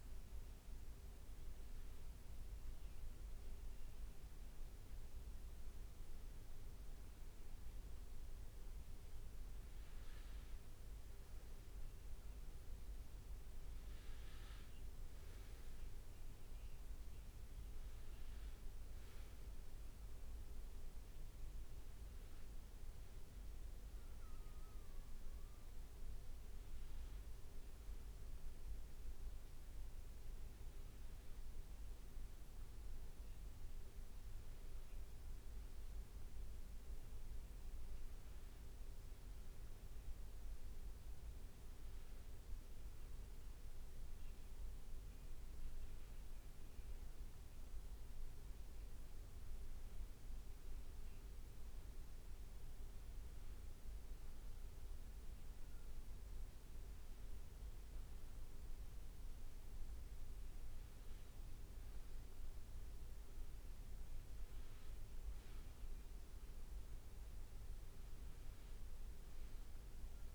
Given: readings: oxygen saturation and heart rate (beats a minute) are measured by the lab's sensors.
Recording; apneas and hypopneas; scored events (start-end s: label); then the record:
breathing in sleep, hard to hear, by a room microphone; none
59.50-70.35 s: new sleep stage, N2 (light sleep)
From the record:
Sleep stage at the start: N1 (lightest sleep); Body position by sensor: on the back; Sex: male